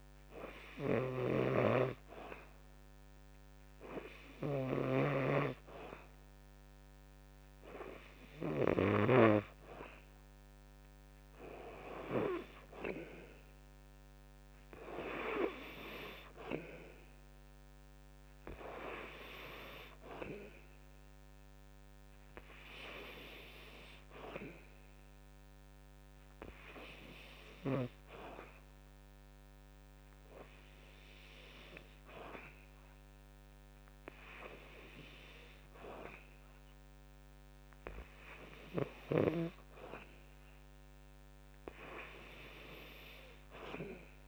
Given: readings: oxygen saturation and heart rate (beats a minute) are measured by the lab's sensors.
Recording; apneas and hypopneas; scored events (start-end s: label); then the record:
breathing in sleep by a microphone on the trachea; none
0.50-9.00 s: snoring (device-marked)
2.50-17.50 s: oxygen desaturation (device-marked, oxygen 93% before, 88% lowest, heart rate 63 before, 61 extreme)
From the record:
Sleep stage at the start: N2 (light sleep); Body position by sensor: on the back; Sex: male